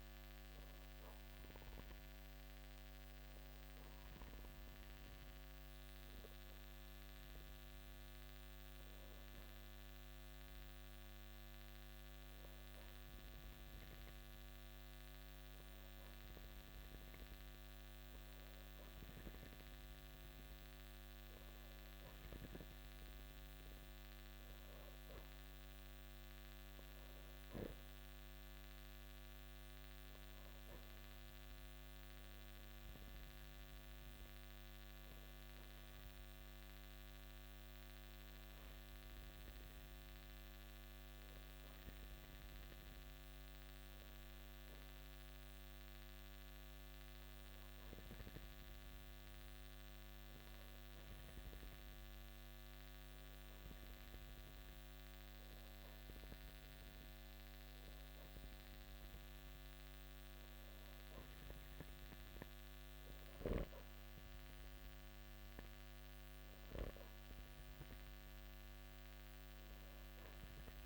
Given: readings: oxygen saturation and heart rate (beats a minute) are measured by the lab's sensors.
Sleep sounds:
breathing in sleep, hard to hear, by a microphone on the trachea; 2
1.50-17.00 s: obstructive apnea (oxygen 94% before, 92% lowest, heart rate 58 before, 54 extreme, up 0 after)
19.00-22.00 s: arousal
33.00-60.00 s: obstructive apnea (oxygen 94% before, 92% lowest, heart rate 56 before, 54 extreme, up 1 after)
62.00-65.00 s: arousal
From the record:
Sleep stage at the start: N2 (light sleep); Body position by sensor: on the back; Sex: male

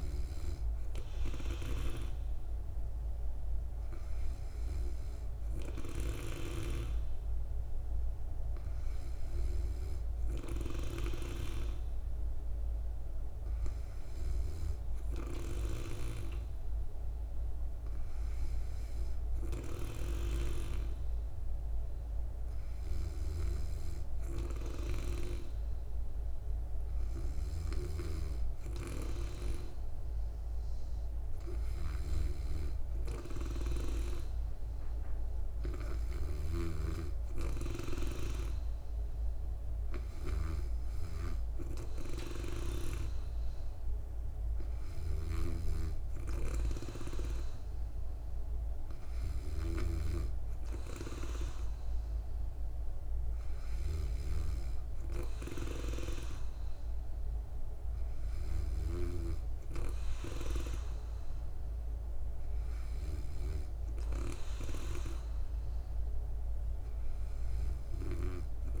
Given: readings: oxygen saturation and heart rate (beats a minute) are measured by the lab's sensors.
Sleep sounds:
breathing in sleep by a room microphone; none
none scored
From the record:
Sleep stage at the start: N2 (light sleep); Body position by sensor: on the back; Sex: female

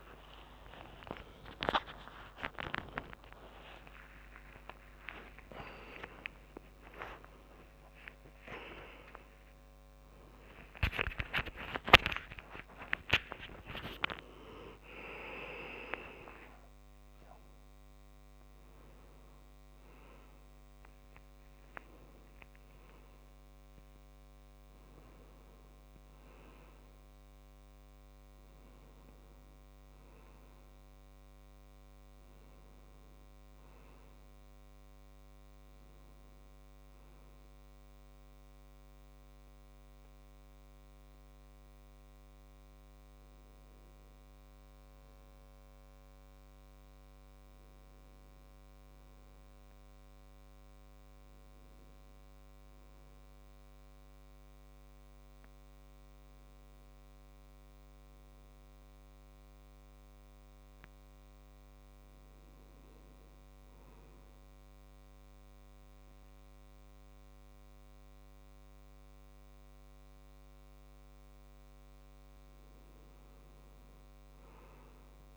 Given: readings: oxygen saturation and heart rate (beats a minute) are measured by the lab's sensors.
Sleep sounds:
a person partly awake in a sleep study, by a microphone on the trachea; 1
0.00-3.50 s: tachycardia (device-marked, heart rate 101 extreme)
0.50-2.50 s: long interval between heartbeats (device-marked, heart rate 72 before, 89 extreme)
1.50-31.50 s: new sleep stage, awake
3.00-5.00 s: long interval between heartbeats (device-marked, heart rate 74 before, 101 extreme)
31.50-61.50 s: new sleep stage, N1 (lightest sleep)
49.50-61.50 s: hypopnea (oxygen 100% before, 92% lowest, heart rate 74 before, 64 extreme, up 2 after)
61.50-75.36 s: new sleep stage, N2 (light sleep)
62.00-66.00 s: arousal
From the record:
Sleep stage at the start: N2 (light sleep); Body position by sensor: on the right side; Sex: male

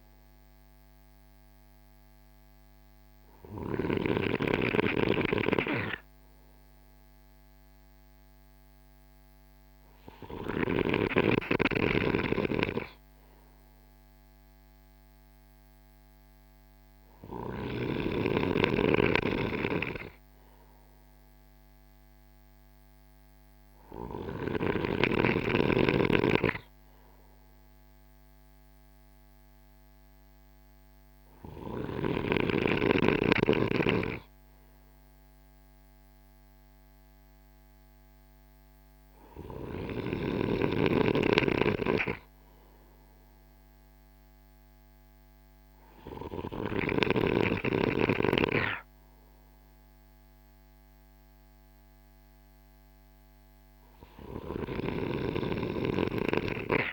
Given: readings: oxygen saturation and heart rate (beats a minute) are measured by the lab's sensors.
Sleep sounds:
breathing in sleep by a microphone on the trachea; none
none scored
From the record:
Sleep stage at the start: N2 (light sleep); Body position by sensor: on the right side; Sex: male

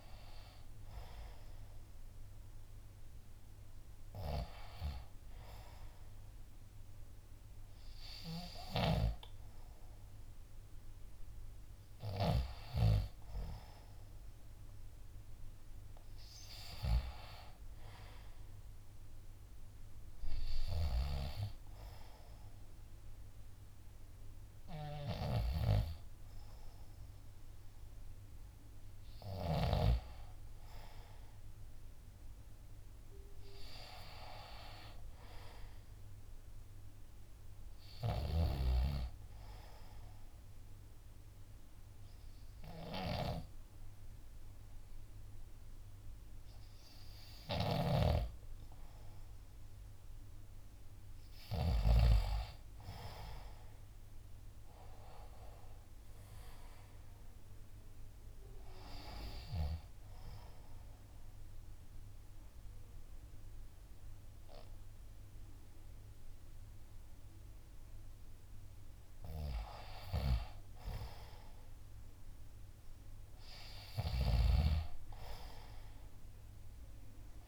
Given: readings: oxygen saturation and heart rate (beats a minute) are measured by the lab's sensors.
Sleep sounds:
breathing in sleep by a room microphone; 2
9.00-13.50 s: arousal
35.00-38.00 s: arousal
38.50-52.50 s: snoring (device-marked)
39.50-50.00 s: obstructive apnea (oxygen 90% before, 85% lowest, heart rate 72 before, 67 extreme, up 9 after)
51.50-55.50 s: arousal
54.00-65.00 s: drop in pulse transit time (device-marked, heart rate 71 before, 71 extreme)
60.50-70.50 s: mixed apnea (oxygen 90% before, 85% lowest, heart rate 72 before, 67 extreme, up 2 after)
61.00-77.00 s: oxygen desaturation (device-marked, oxygen 90% before, 85% lowest, heart rate 72 before, 67 extreme)
71.50-74.50 s: arousal
74.50-77.48 s: snoring (device-marked)
From the record:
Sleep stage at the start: N2 (light sleep); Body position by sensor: on the left side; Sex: male

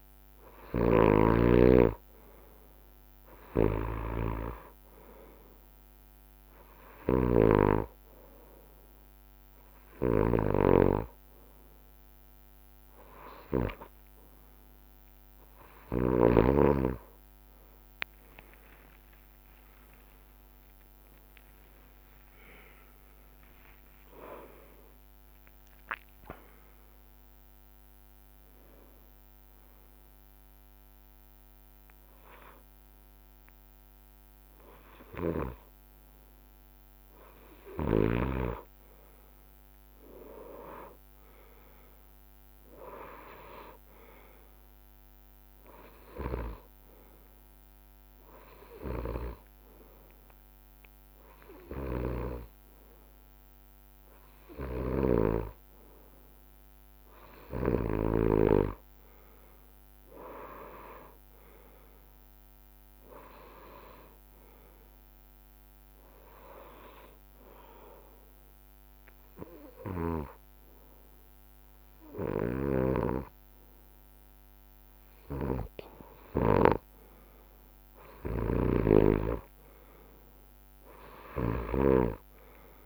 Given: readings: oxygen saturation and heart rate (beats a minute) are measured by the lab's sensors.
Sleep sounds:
breathing in sleep by a microphone on the trachea; 1
0.00-1.50 s: snoring (device-marked)
18.50-24.50 s: arousal
22.50-32.50 s: drop in pulse transit time (device-marked, heart rate 71 before, 74 extreme)
60.50-64.00 s: arousal
66.50-77.00 s: hypopnea (oxygen 96% before, 93% lowest, heart rate 68 before, 60 extreme, up 7 after)
77.50-79.50 s: long interval between heartbeats (device-marked, heart rate 69 before, 68 extreme)
79.50-82.86 s: arousal
From the record:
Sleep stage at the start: N2 (light sleep); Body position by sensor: on the right side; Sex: male

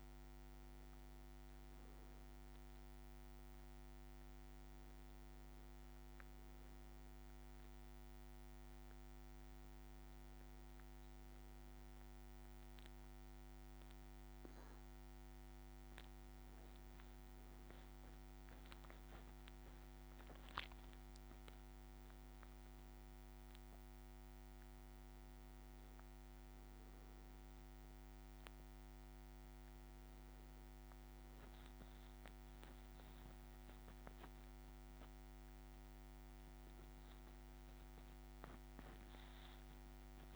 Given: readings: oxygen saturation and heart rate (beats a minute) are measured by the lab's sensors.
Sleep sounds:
a person awake in a sleep study, hard to hear, by a microphone on the trachea; none
16.50-40.36 s: new sleep stage, awake
18.00-20.00 s: leg movement (device-marked)
31.50-35.50 s: leg movement (device-marked)
38.00-40.36 s: leg movement (device-marked)
From the record:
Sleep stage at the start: N1 (lightest sleep); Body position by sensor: on the back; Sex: male

